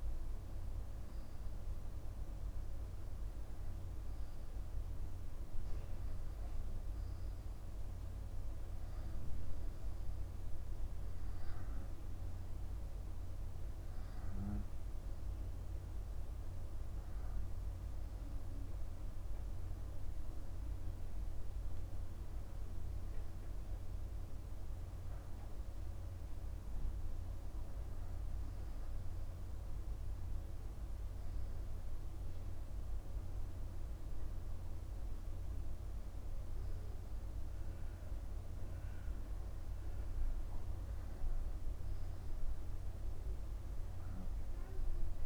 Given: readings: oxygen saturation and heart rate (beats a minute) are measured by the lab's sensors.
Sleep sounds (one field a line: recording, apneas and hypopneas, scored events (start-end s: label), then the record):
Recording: breathing in sleep, hard to hear, by a room microphone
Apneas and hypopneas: none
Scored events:
none scored
From the record:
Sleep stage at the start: N2 (light sleep)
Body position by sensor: on the right side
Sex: male